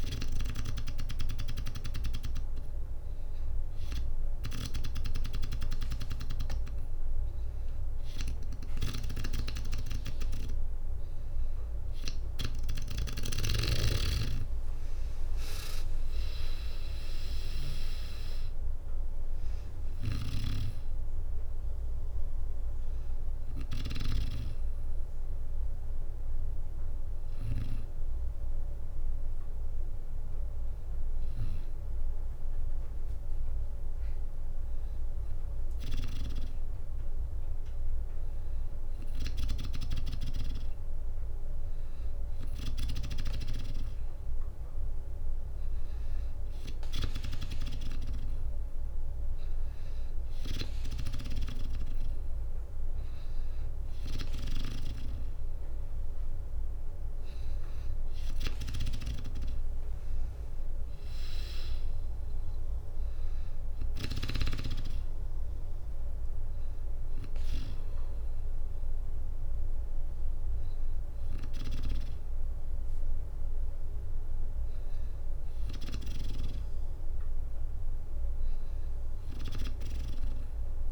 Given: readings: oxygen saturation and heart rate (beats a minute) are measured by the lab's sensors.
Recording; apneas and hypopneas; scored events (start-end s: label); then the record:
breathing in sleep by a room microphone; none
13.50-16.50 s: arousal
17.00-28.00 s: drop in pulse transit time (device-marked, heart rate 65 before, 62 extreme)
19.00-23.50 s: snoring (device-marked)
39.00-42.50 s: snoring (device-marked)
60.00-63.50 s: arousal
From the record:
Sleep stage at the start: N2 (light sleep); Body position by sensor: on the back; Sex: female